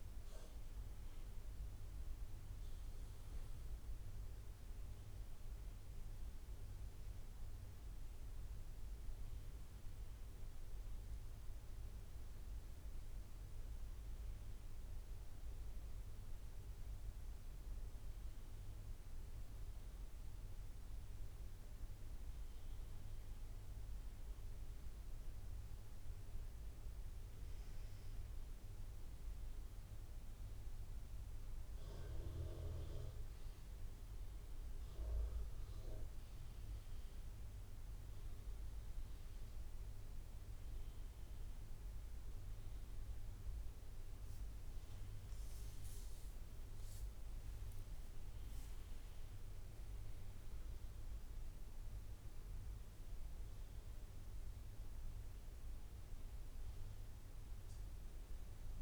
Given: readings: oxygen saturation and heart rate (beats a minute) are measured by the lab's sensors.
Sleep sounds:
breathing in sleep, hard to hear, by a room microphone; none
none scored
From the record:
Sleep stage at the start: N2 (light sleep); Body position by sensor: on the right side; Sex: male

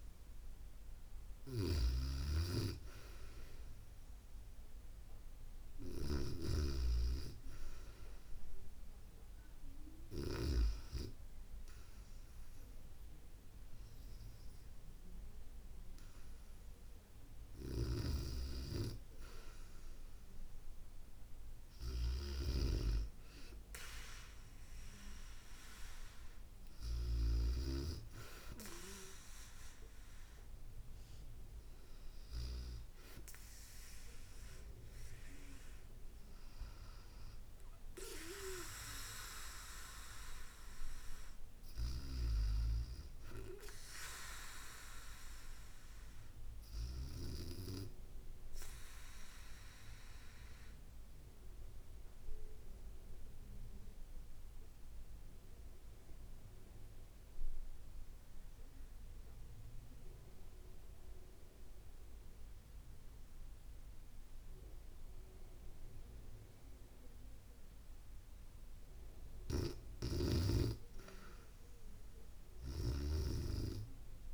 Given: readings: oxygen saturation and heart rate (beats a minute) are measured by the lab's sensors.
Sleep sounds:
breathing in sleep by a room microphone; 1
1.00-5.50 s: snoring (device-marked)
37.00-41.50 s: arousal
48.50-67.50 s: obstructive apnea (oxygen 97% before, 90% lowest, heart rate 70 before, 61 extreme, up 1 after)
68.50-74.34 s: oxygen desaturation (device-marked, oxygen 97% before, 90% lowest, heart rate 66 before, 61 extreme)
69.00-72.50 s: arousal
From the record:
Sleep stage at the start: REM sleep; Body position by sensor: on the back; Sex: female

